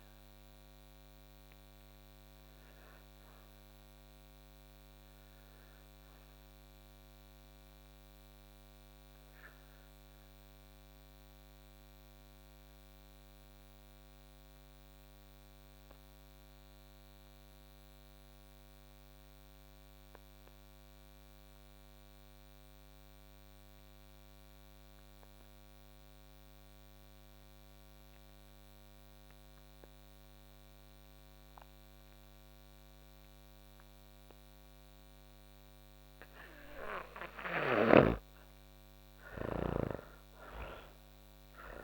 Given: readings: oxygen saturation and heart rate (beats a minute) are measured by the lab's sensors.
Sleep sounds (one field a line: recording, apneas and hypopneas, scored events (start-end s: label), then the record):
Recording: breathing in sleep by a microphone on the trachea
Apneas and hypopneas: 1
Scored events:
0.00-2.00 s: oxygen desaturation (device-marked, oxygen 88% lowest, heart rate 40 extreme)
2.00-33.50 s: obstructive apnea (oxygen 98% before, 87% lowest, heart rate 57 before, 38 extreme, up 24 after)
36.00-41.84 s: oxygen desaturation (device-marked, oxygen 98% before, 87% lowest, heart rate 46 before, 38 extreme)
36.00-41.84 s: snoring (device-marked)
From the record:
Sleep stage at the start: N2 (light sleep)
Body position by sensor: on the back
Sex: female